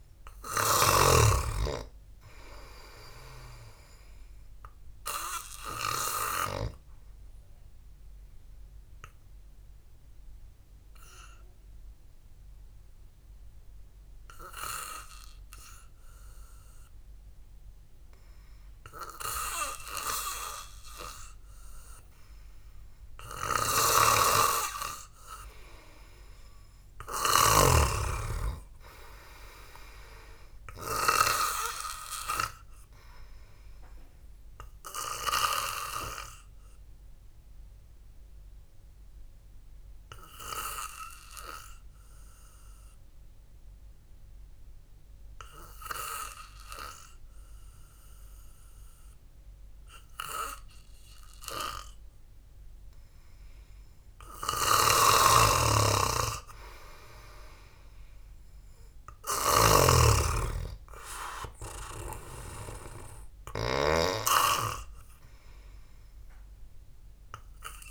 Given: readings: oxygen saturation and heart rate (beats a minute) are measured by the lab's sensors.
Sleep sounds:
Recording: breathing in sleep by a room microphone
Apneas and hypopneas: 2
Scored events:
0.00-1.50 s: snoring (device-marked)
1.50-5.50 s: arousal
6.00-19.00 s: oxygen desaturation (device-marked, oxygen 98% before, 93% lowest, heart rate 61 before, 54 extreme)
10.50-22.50 s: hypopnea (oxygen 98% before, 90% lowest, heart rate 60 before, 54 extreme, up 0 after)
21.00-31.00 s: oxygen desaturation (device-marked, oxygen 94% before, 90% lowest, heart rate 60 before, 54 extreme)
24.00-28.50 s: snoring (device-marked)
29.00-32.50 s: arousal
35.50-54.00 s: hypopnea (oxygen 95% before, 92% lowest, heart rate 59 before, 53 extreme, up 1 after)
55.00-64.50 s: snoring (device-marked)
56.00-60.50 s: arousal
From the record:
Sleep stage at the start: N2 (light sleep)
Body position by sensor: on the back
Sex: male

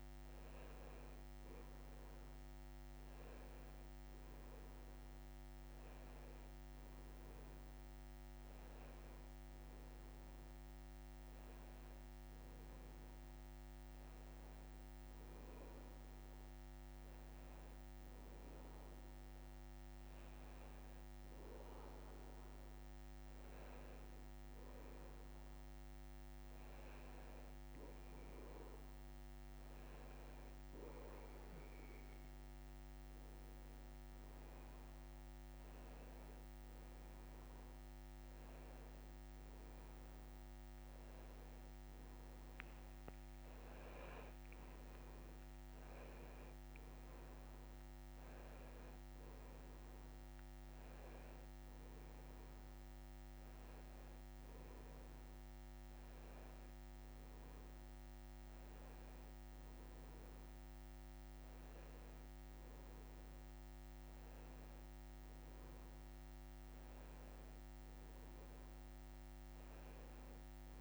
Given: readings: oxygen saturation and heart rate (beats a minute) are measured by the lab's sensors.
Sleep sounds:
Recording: breathing in sleep, hard to hear, by a microphone on the trachea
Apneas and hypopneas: none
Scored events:
none scored
From the record:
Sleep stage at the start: N2 (light sleep)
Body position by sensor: on the back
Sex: male

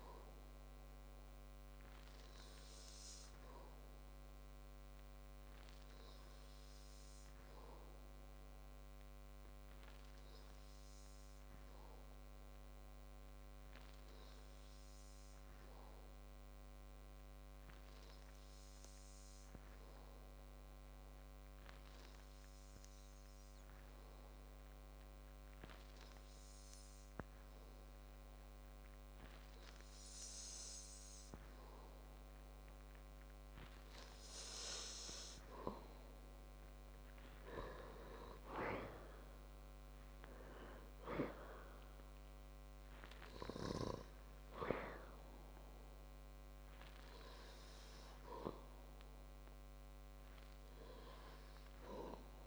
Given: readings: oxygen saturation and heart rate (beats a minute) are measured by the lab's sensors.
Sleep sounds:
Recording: breathing in sleep by a microphone on the trachea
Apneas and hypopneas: 1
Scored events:
3.50-27.00 s: hypopnea (oxygen 95% before, 94% lowest, heart rate 65 before, 56 extreme, up 12 after)
31.00-34.00 s: arousal
From the record:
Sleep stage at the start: N2 (light sleep)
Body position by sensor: on the back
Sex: male

